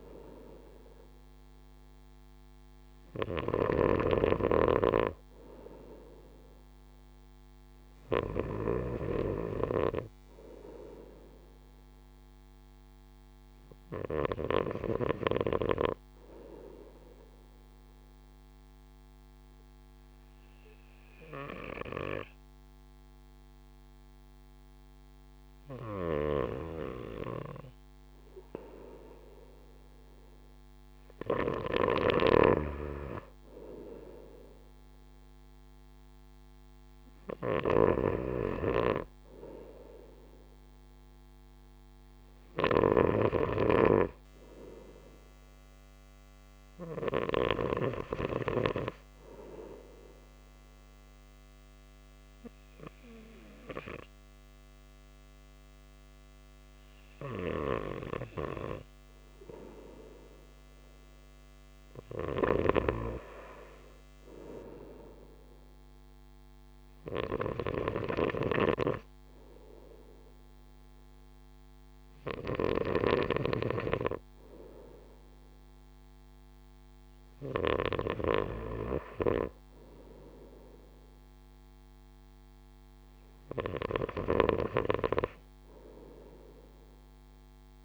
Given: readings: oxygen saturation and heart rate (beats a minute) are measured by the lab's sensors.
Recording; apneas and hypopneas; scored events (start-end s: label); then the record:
breathing in sleep by a microphone on the trachea; 1
0.00-9.00 s: snoring (device-marked)
15.50-87.85 s: new sleep stage, N2 (light sleep)
18.00-31.00 s: obstructive apnea (oxygen 96% before, 95% lowest)
32.00-47.50 s: snoring (device-marked)
33.50-37.00 s: arousal
72.50-87.85 s: snoring (device-marked)
From the record:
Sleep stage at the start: N1 (lightest sleep); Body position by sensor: on the right side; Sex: male